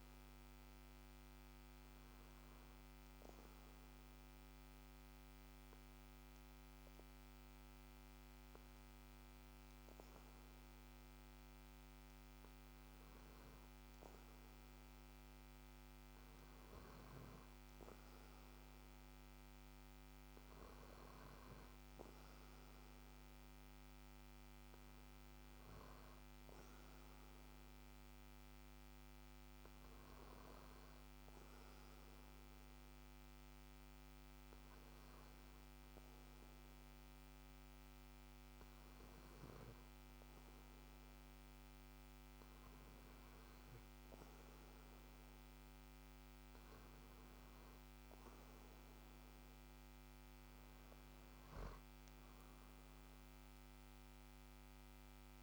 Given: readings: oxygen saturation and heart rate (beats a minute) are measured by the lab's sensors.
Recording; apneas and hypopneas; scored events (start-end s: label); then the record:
breathing in sleep, hard to hear, by a microphone on the trachea; 2
1.00-15.50 s: hypopnea (oxygen 95% before, 92% lowest, heart rate 57 before, 54 extreme, up 2 after)
17.50-21.00 s: arousal
33.00-46.50 s: hypopnea (oxygen 95% before, 92% lowest, heart rate 56 before, 52 extreme, up 3 after)
49.00-52.50 s: arousal
From the record:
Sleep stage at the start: N2 (light sleep); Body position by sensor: on the back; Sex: male